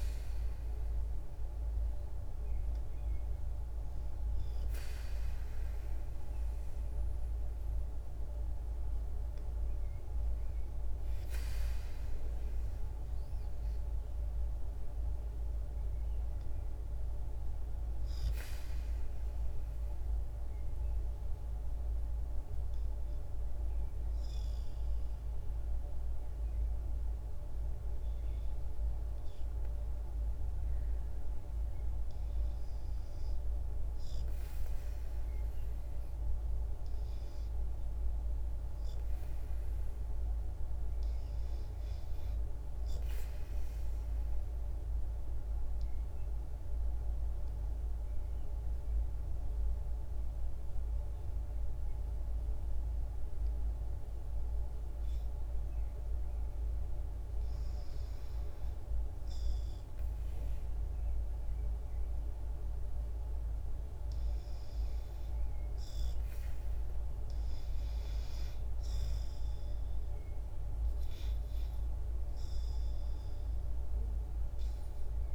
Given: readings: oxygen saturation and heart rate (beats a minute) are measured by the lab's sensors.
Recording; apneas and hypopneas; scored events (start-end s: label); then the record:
breathing in sleep, hard to hear, by a room microphone; 1
36.50-75.35 s: oxygen desaturation (device-marked, oxygen 97% before, 87% lowest, heart rate 58 before, 58 extreme)
43.00-62.50 s: obstructive apnea (oxygen 98% before, 81% lowest, heart rate 58 before, 58 extreme, up 4 after)
64.00-68.50 s: arousal
From the record:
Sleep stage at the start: REM sleep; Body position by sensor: on the back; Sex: female